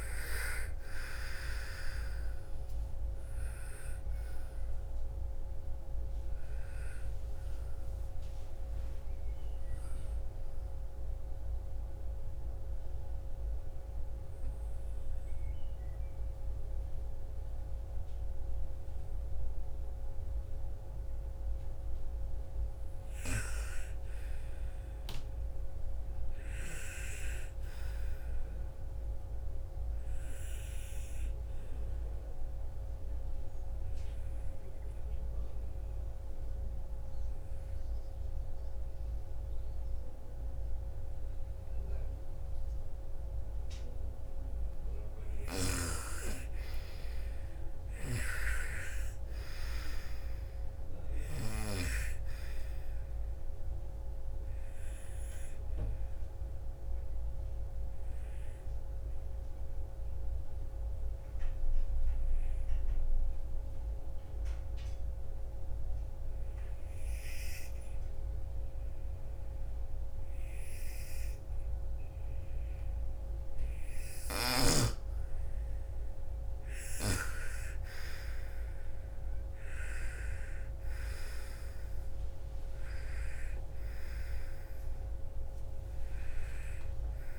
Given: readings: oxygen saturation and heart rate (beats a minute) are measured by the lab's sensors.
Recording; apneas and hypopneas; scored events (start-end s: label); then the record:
breathing in sleep by a room microphone; 3
0.00-1.00 s: arousal
0.00-21.50 s: oxygen desaturation (device-marked, oxygen 83% lowest, heart rate 49 extreme)
8.50-87.39 s: new sleep stage, REM sleep
11.50-22.50 s: obstructive apnea (oxygen 98% before, 83% lowest, heart rate 62 before, 49 extreme, up 8 after)
23.50-26.00 s: arousal
30.00-44.00 s: obstructive apnea (oxygen 99% before, 90% lowest, heart rate 59 before, 49 extreme, up 22 after)
30.50-39.50 s: oxygen desaturation (device-marked, oxygen 99% before, 95% lowest, heart rate 59 before, 49 extreme)
44.50-51.00 s: snoring (device-marked)
46.00-50.50 s: arousal
52.50-65.50 s: oxygen desaturation (device-marked, oxygen 97% before, 90% lowest, heart rate 59 before, 38 extreme)
53.50-72.00 s: obstructive apnea (oxygen 99% before, 90% lowest, heart rate 60 before, 38 extreme, up 8 after)
74.50-78.50 s: arousal
77.50-87.39 s: oxygen desaturation (device-marked, oxygen 98% before, 90% lowest, heart rate 54 before, 57 extreme)
From the record:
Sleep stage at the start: N2 (light sleep); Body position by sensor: on the right side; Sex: female